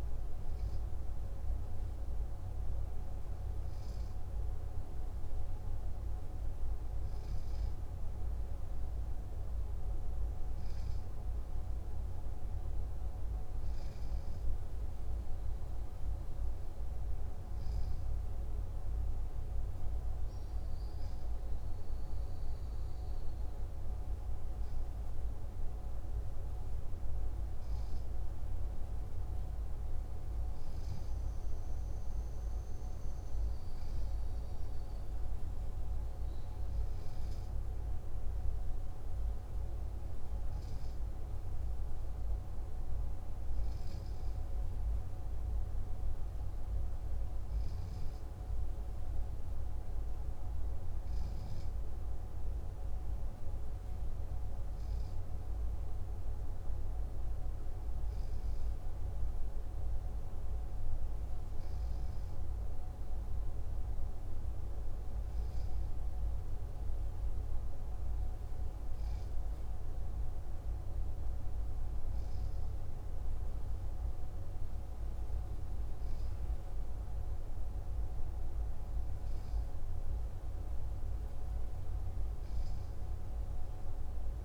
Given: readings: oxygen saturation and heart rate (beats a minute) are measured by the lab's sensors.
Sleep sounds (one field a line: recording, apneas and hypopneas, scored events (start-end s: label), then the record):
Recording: breathing in sleep, hard to hear, by a room microphone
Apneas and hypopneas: none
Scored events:
none scored
From the record:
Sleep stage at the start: N3 (deep sleep)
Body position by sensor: on the left side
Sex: male